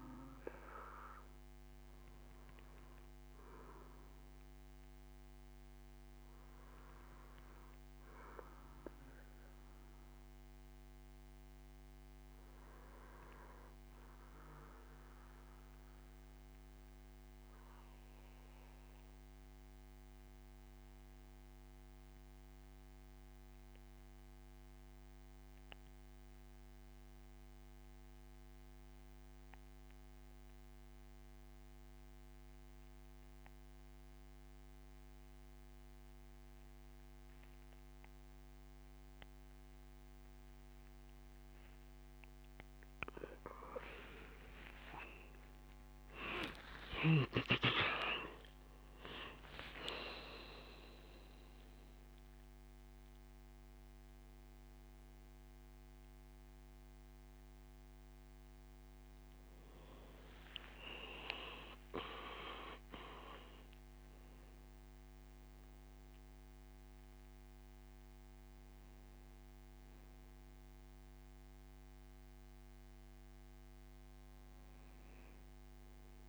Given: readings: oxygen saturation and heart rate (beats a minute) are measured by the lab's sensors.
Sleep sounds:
breathing in sleep by a microphone on the trachea; 1
18.00-42.00 s: obstructive apnea (oxygen 98% before, 88% lowest, heart rate 72 before, 68 extreme, up 20 after)
32.50-68.50 s: oxygen desaturation (device-marked, oxygen 96% before, 88% lowest, heart rate 77 before, 68 extreme)
44.50-49.00 s: arousal
72.00-75.50 s: arousal
From the record:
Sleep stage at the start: N2 (light sleep); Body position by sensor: on the back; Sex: male

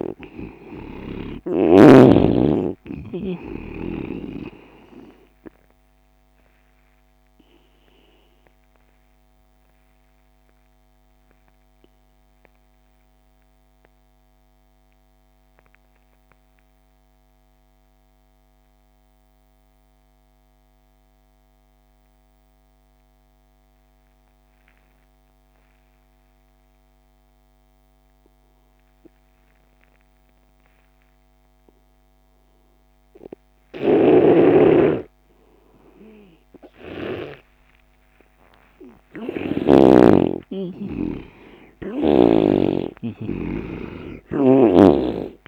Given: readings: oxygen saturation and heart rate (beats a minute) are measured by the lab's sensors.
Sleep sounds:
breathing in sleep by a microphone on the trachea; 1
0.00-27.00 s: oxygen desaturation (device-marked, oxygen 83% lowest)
9.00-37.50 s: mixed apnea (oxygen 99% before, 83% lowest)
34.00-40.00 s: snoring (device-marked)
39.00-43.00 s: arousal
41.00-45.48 s: oxygen desaturation (device-marked, oxygen 97% before, 85% lowest)
From the record:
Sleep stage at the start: N2 (light sleep); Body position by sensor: on the left side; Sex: male

